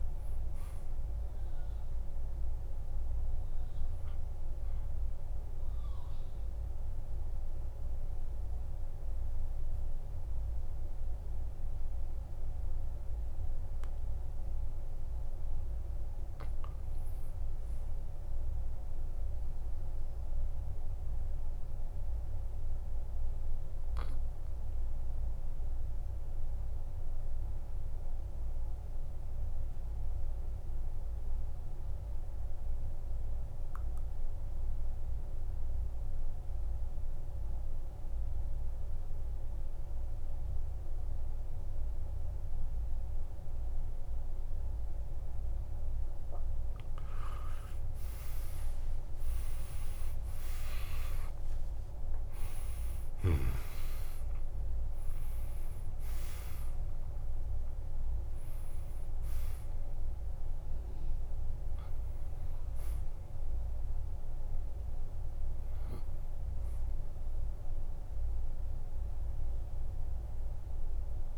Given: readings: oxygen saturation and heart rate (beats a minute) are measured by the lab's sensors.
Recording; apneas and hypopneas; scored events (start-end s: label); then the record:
breathing in sleep, hard to hear, by a room microphone; 1
0.00-22.50 s: oxygen desaturation (device-marked, oxygen 85% lowest, heart rate 48 extreme)
19.50-46.00 s: obstructive apnea (oxygen 94% before, 87% lowest, heart rate 54 before, 49 extreme, up 56 after)
46.50-71.38 s: oxygen desaturation (device-marked, oxygen 98% before, 87% lowest, heart rate 55 before, 46 extreme)
47.50-52.50 s: tachycardia (device-marked, heart rate 59 before, 106 extreme)
49.00-54.00 s: arousal
49.50-51.50 s: long interval between heartbeats (device-marked, heart rate 57 before, 96 extreme)
From the record:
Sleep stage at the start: N2 (light sleep); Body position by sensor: on the back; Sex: male